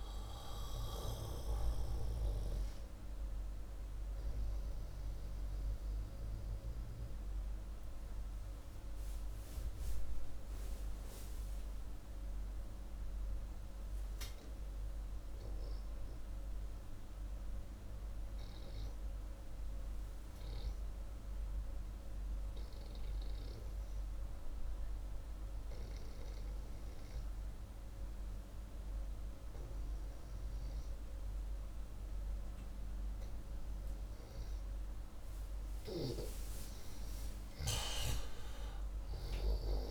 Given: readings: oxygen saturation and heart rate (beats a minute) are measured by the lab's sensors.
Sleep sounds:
breathing in sleep by a room microphone; 1
2.50-34.50 s: hypopnea (oxygen 93% before, 90% lowest)
35.50-39.91 s: arousal
From the record:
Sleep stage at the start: N2 (light sleep); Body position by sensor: upright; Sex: male

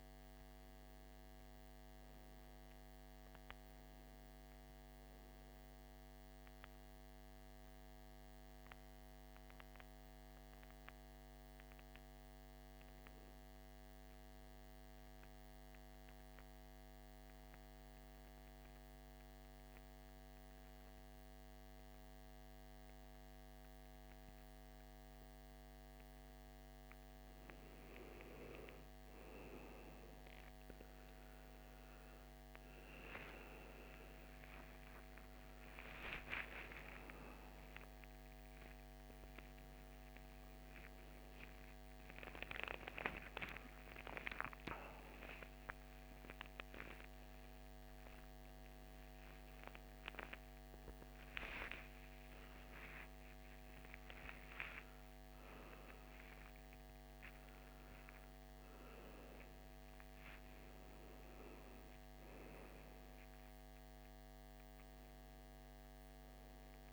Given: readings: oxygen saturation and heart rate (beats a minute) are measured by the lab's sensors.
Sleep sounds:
a person partly awake in a sleep study, by a microphone on the trachea; 1
0.00-5.00 s: oxygen desaturation (device-marked, oxygen 82% lowest, heart rate 53 extreme)
8.00-38.00 s: new sleep stage, N1 (lightest sleep)
14.50-26.00 s: central apnea (oxygen 99% before, 89% lowest, heart rate 62 before, 53 extreme, up 10 after)
27.00-52.00 s: oxygen desaturation (device-marked, oxygen 99% before, 89% lowest, heart rate 55 before, 52 extreme)
38.00-66.93 s: new sleep stage, awake
From the record:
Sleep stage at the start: N2 (light sleep); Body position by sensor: on the back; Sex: male

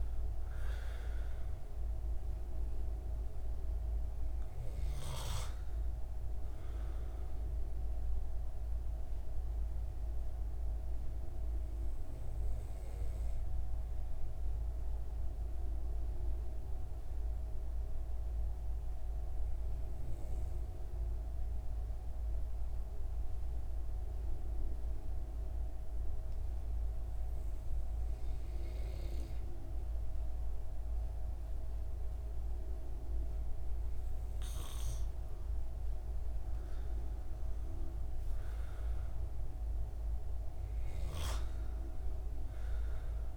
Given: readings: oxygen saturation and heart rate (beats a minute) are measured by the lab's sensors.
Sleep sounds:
breathing in sleep, hard to hear, by a room microphone; 1
0.00-5.50 s: oxygen desaturation (device-marked, oxygen 93% lowest)
8.00-34.00 s: hypopnea (oxygen 98% before, 93% lowest)
36.50-43.37 s: oxygen desaturation (device-marked, oxygen 96% before, 93% lowest)
37.50-42.00 s: arousal
37.50-43.37 s: new sleep stage, REM sleep
From the record:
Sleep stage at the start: N2 (light sleep); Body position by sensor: on the right side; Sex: male

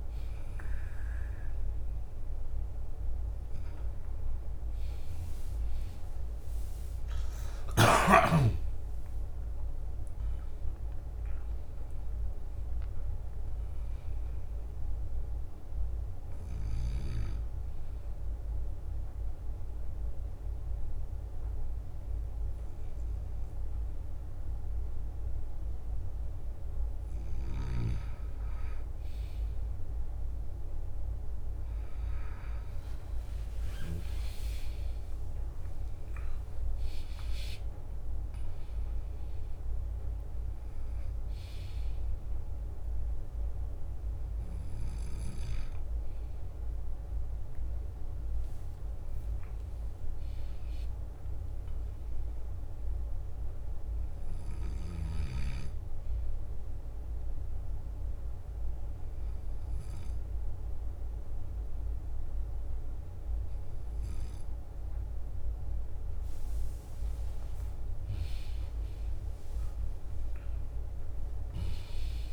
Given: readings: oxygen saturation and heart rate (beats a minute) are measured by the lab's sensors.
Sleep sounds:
breathing in sleep, hard to hear, by a room microphone; 1
0.00-12.50 s: oxygen desaturation (device-marked, oxygen 94% lowest, heart rate 59 extreme)
4.50-13.00 s: leg movement (device-marked)
7.50-18.50 s: drop in pulse transit time (device-marked, heart rate 67 before, 65 extreme)
8.00-12.50 s: arousal
18.00-28.50 s: mixed apnea (oxygen 98% before, 96% lowest, heart rate 68 before, 57 extreme, up 12 after)
20.50-25.50 s: bradycardia (device-marked, heart rate 62 before, 59 extreme)
32.50-37.00 s: arousal
32.50-38.00 s: leg movement (device-marked)
33.00-35.00 s: long interval between heartbeats (device-marked, heart rate 64 before, 68 extreme)
41.50-45.50 s: bradycardia (device-marked, heart rate 62 before, 58 extreme)
49.00-55.50 s: leg movement (device-marked)
49.50-71.50 s: drop in pulse transit time (device-marked, heart rate 66 before, 55 extreme)
54.50-65.50 s: bradycardia (device-marked, heart rate 63 before, 55 extreme)
66.50-72.33 s: leg movement (device-marked)
67.50-71.50 s: arousal
From the record:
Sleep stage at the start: N2 (light sleep); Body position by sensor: on the left side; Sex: male

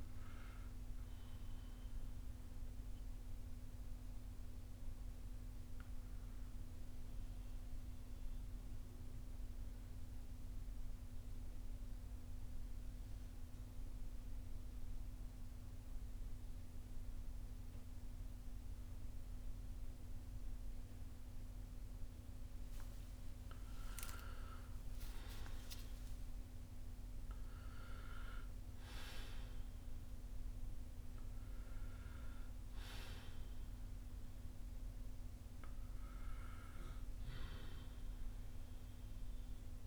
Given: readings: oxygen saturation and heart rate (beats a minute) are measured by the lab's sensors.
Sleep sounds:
breathing in sleep, hard to hear, by a room microphone; 1
0.00-6.50 s: oxygen desaturation (device-marked, oxygen 93% lowest, heart rate 37 extreme)
1.50-23.50 s: obstructive apnea (oxygen 97% before, 92% lowest, heart rate 51 before, 37 extreme, up 20 after)
24.50-28.00 s: arousal
From the record:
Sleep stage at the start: N2 (light sleep); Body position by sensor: on the front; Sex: male

